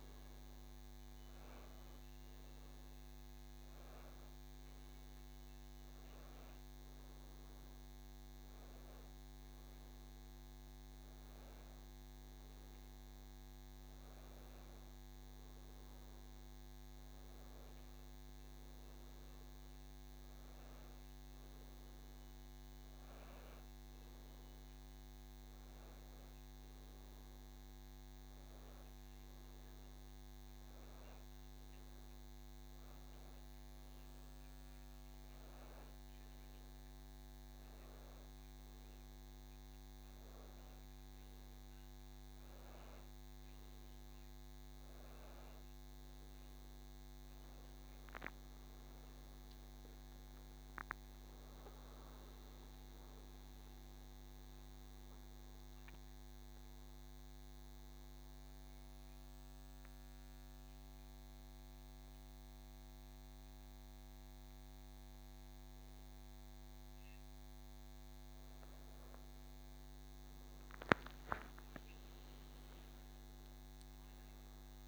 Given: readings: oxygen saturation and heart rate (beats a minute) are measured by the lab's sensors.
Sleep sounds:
breathing in sleep, hard to hear, by a microphone on the trachea; 1
48.50-52.00 s: arousal
54.50-69.50 s: mixed apnea (oxygen 96% before, 92% lowest, heart rate 87 before, 81 extreme)
71.00-74.50 s: arousal
From the record:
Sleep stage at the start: N2 (light sleep); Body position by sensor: on the back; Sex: male

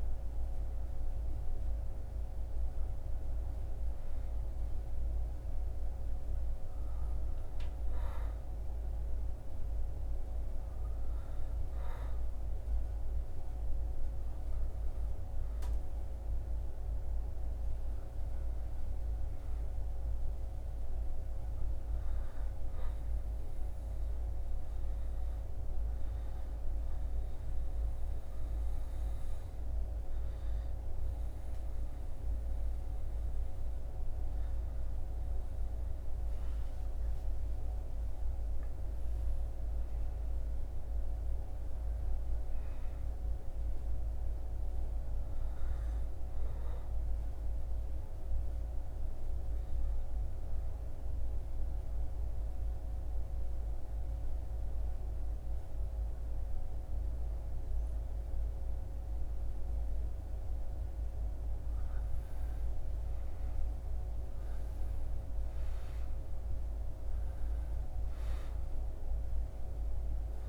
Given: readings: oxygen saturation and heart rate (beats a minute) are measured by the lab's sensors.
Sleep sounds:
breathing in sleep, hard to hear, by a room microphone; 1
41.00-45.00 s: arousal
47.00-61.00 s: obstructive apnea (oxygen 98% before, 94% lowest, heart rate 76 before, 63 extreme, up 12 after)
63.00-67.50 s: arousal
From the record:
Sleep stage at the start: N2 (light sleep); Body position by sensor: on the back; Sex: male

